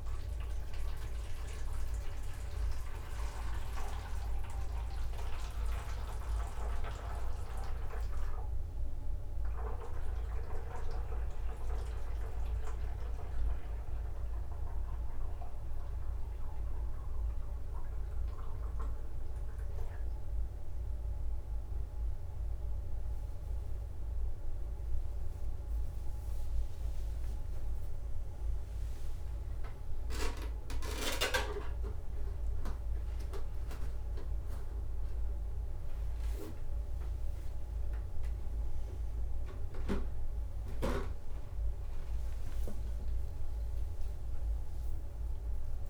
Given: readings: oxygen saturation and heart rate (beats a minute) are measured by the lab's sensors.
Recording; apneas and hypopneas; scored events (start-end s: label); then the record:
breathing in sleep by a room microphone; none
19.00-21.50 s: leg movement (device-marked)
23.00-28.00 s: leg movement (device-marked)
28.50-33.50 s: leg movement (device-marked)
39.50-45.89 s: new sleep stage, awake
42.50-45.50 s: drop in pulse transit time (device-marked, heart rate 79 before, 68 extreme)
From the record:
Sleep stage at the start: N1 (lightest sleep); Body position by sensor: on the front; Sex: male